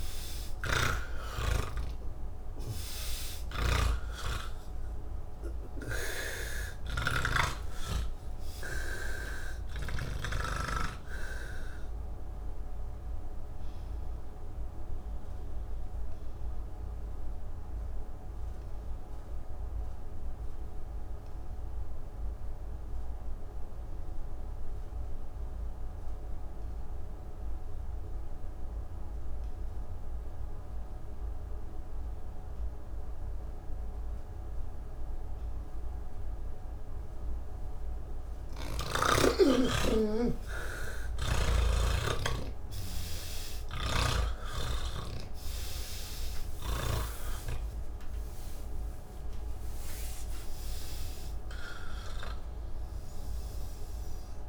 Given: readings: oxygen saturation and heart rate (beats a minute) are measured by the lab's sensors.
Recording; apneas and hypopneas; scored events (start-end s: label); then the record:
breathing in sleep by a room microphone; 1
0.00-10.50 s: snoring (device-marked)
0.00-29.50 s: oxygen desaturation (device-marked, oxygen 78% lowest, heart rate 35 extreme)
12.00-37.50 s: obstructive apnea (oxygen 99% before, 78% lowest, heart rate 75 before, 80 extreme, up 58 after)
34.50-54.49 s: oxygen desaturation (device-marked, oxygen 98% before, 81% lowest, heart rate 101 before, 76 extreme)
41.00-47.50 s: snoring (device-marked)
From the record:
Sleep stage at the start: N2 (light sleep); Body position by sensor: on the back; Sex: male